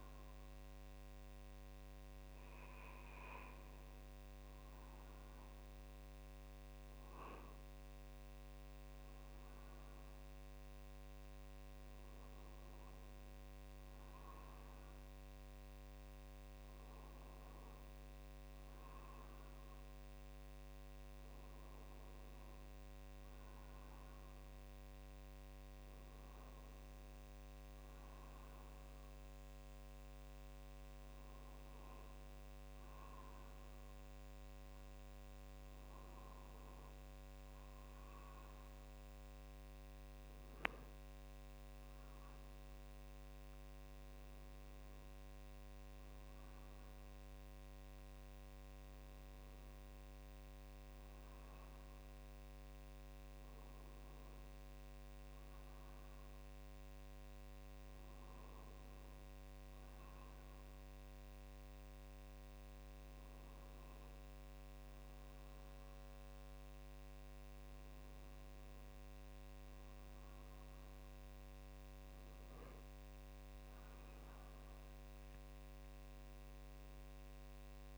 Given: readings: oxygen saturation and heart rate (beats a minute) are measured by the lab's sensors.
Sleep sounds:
a person awake in a sleep study, hard to hear, by a microphone on the trachea; none
16.50-77.97 s: new sleep stage, awake
44.50-57.50 s: drop in pulse transit time (device-marked, heart rate 50 before, 50 extreme)
From the record:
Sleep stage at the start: N2 (light sleep); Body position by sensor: on the right side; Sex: male

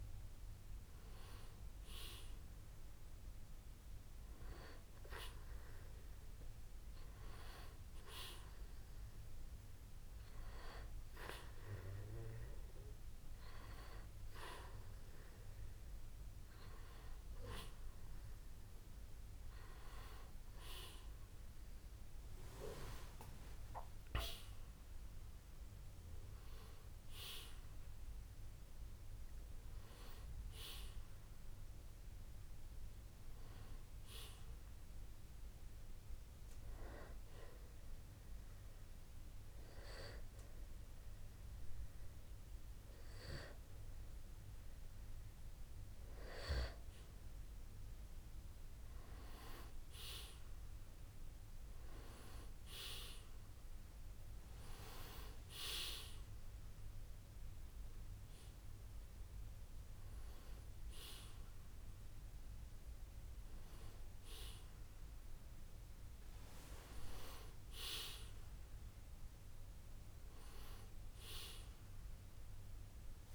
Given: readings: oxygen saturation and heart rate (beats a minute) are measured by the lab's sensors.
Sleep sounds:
breathing in sleep by a room microphone; 1
8.50-73.35 s: new sleep stage, N2 (light sleep)
23.50-27.50 s: arousal
36.50-47.50 s: hypopnea (oxygen 93% before, 88% lowest, heart rate 64 before, 52 extreme, up 1 after)
50.50-55.00 s: arousal
52.50-71.50 s: oxygen desaturation (device-marked, oxygen 93% before, 88% lowest, heart rate 58 before, 52 extreme)
From the record:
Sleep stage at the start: N1 (lightest sleep); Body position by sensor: on the back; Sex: male

